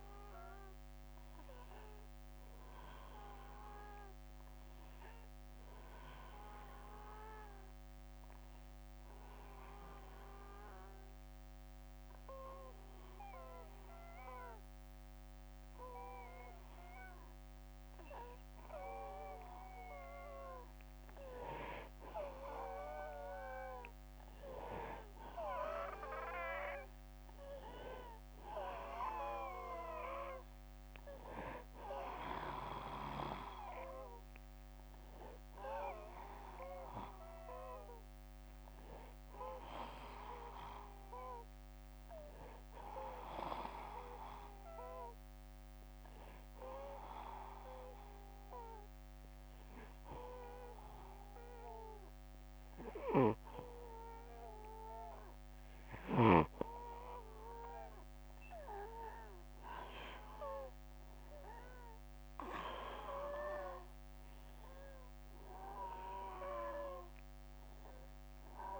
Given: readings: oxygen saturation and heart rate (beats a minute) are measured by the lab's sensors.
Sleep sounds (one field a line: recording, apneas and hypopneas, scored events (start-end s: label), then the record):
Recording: breathing in sleep by a microphone on the trachea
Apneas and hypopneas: 2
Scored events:
2.00-5.50 s: arousal
7.50-20.00 s: hypopnea (oxygen 97% before, 93% lowest, heart rate 69 before, 63 extreme, up 2 after)
23.00-27.00 s: arousal
42.50-56.50 s: hypopnea (oxygen 97% before, 93% lowest, heart rate 65 before, 62 extreme, up 6 after)
52.00-55.50 s: snoring (device-marked)
60.50-64.00 s: arousal
From the record:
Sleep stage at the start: N2 (light sleep)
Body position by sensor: on the back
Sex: male